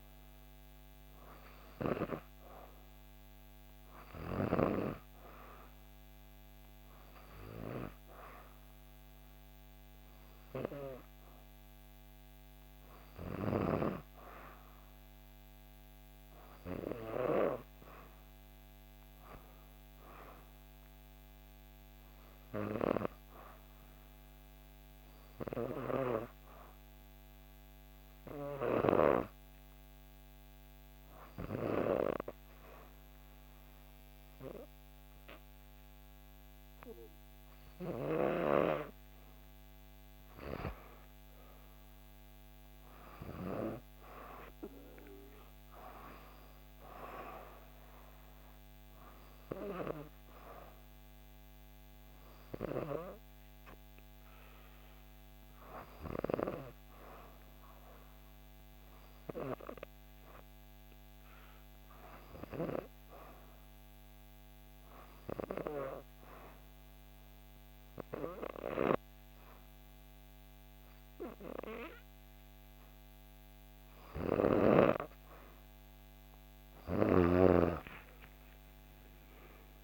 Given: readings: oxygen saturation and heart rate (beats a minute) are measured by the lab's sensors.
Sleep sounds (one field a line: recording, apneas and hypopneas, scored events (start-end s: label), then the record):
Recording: breathing in sleep by a microphone on the trachea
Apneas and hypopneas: 2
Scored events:
0.00-1.00 s: arousal
23.00-39.00 s: hypopnea (oxygen 94% before, 91% lowest, heart rate 66 before, 65 extreme, up 4 after)
41.00-44.00 s: arousal
41.50-62.50 s: oxygen desaturation (device-marked, oxygen 94% before, 91% lowest, heart rate 67 before, 65 extreme)
64.50-75.00 s: obstructive apnea (oxygen 95% before, 91% lowest, heart rate 66 before, 65 extreme, up 8 after)
77.50-79.84 s: arousal
From the record:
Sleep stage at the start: N2 (light sleep)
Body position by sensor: on the back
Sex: female